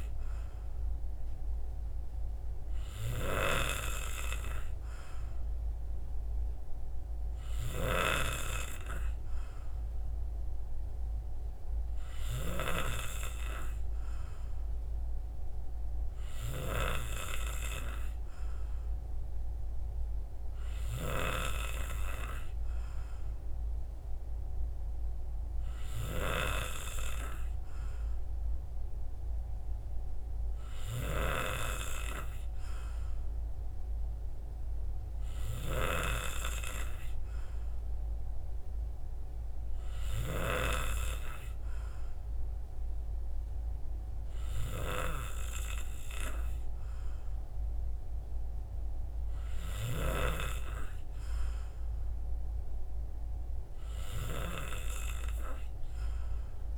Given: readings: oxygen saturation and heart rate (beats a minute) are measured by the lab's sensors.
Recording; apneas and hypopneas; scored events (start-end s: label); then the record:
breathing in sleep by a room microphone; none
none scored
From the record:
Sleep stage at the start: N3 (deep sleep); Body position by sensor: on the right side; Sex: male